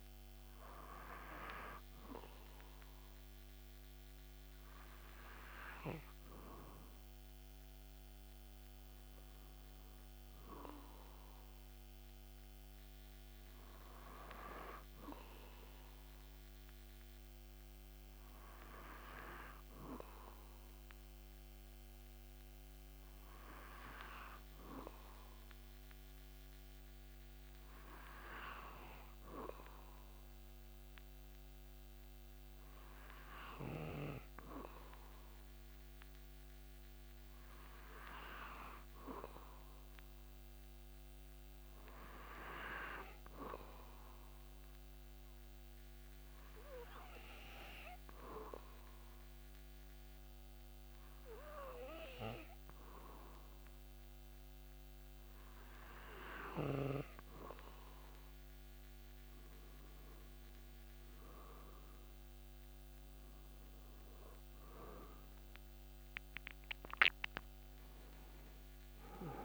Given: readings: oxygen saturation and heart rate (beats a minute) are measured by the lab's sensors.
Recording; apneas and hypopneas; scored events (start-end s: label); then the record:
breathing in sleep by a microphone on the trachea; 1
40.00-57.00 s: hypopnea (oxygen 96% before, 94% lowest)
60.50-64.50 s: arousal
From the record:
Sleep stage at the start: N2 (light sleep); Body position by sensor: on the back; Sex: male